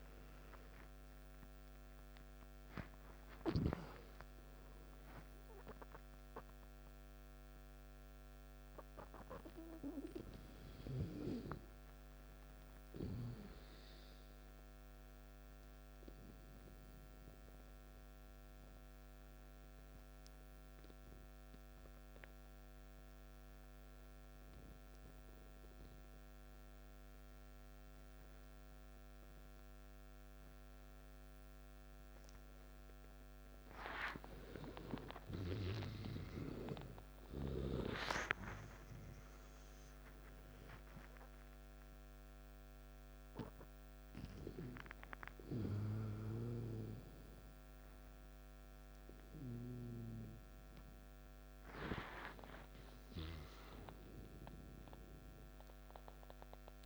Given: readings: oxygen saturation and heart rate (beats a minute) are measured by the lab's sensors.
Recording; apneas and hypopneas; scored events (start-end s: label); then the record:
breathing in sleep by a microphone on the trachea; 1
0.00-23.50 s: oxygen desaturation (device-marked, oxygen 86% lowest, heart rate 53 extreme)
18.00-33.50 s: obstructive apnea (oxygen 94% before, 86% lowest, heart rate 62 before, 56 extreme, up 7 after)
35.50-40.50 s: arousal
41.50-56.86 s: oxygen desaturation (device-marked, oxygen 97% before, 93% lowest, heart rate 57 before, 51 extreme)
From the record:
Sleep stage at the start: N2 (light sleep); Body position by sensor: on the back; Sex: male